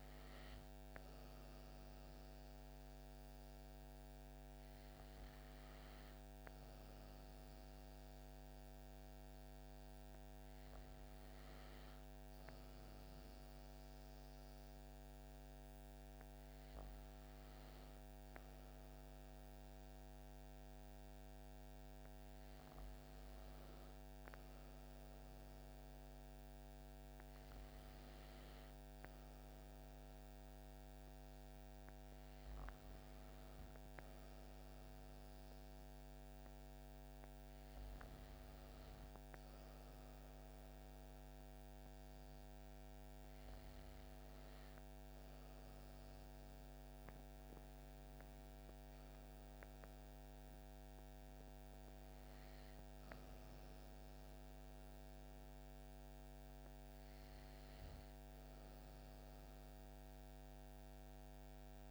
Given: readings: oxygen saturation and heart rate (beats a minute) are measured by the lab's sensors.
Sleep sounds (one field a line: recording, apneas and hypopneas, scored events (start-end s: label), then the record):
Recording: breathing in sleep, hard to hear, by a microphone on the trachea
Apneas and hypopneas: none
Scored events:
none scored
From the record:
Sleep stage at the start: N2 (light sleep)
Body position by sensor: on the back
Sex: female